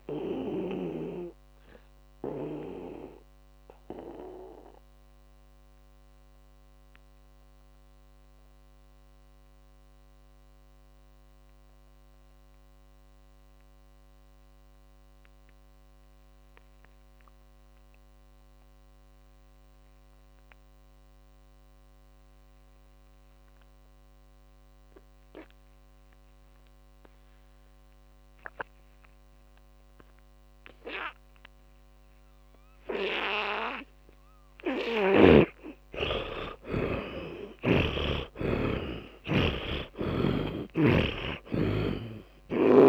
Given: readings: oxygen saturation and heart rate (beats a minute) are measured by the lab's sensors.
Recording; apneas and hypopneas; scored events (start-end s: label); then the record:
breathing in sleep by a microphone on the trachea; 1
0.00-1.00 s: snoring (device-marked)
0.00-23.50 s: oxygen desaturation (device-marked, oxygen 75% lowest, heart rate 45 extreme)
1.50-33.50 s: mixed apnea (oxygen 100% before, 75% lowest, heart rate 65 before, 45 extreme, up 14 after)
30.50-42.89 s: oxygen desaturation (device-marked, oxygen 100% before, 77% lowest, heart rate 54 before, 49 extreme)
38.00-42.00 s: arousal
From the record:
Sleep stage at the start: N2 (light sleep); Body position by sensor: on the back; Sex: male